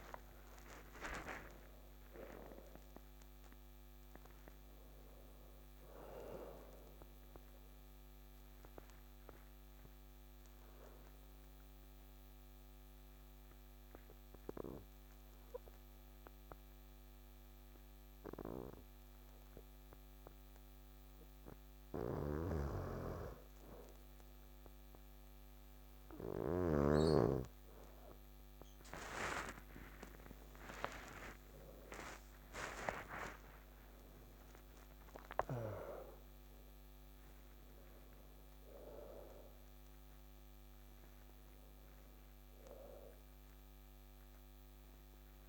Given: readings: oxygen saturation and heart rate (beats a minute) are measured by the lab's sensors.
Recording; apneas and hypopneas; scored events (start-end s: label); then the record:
breathing in sleep by a microphone on the trachea; 1
0.00-16.50 s: oxygen desaturation (device-marked, oxygen 90% lowest, heart rate 64 extreme)
6.00-29.00 s: obstructive apnea (oxygen 98% before, 90% lowest, heart rate 75 before, 64 extreme, up 13 after)
22.00-26.50 s: snoring (device-marked)
28.50-45.49 s: oxygen desaturation (device-marked, oxygen 99% before, 91% lowest, heart rate 66 before, 63 extreme)
30.00-34.50 s: arousal
From the record:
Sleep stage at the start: N2 (light sleep); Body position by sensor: on the back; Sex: male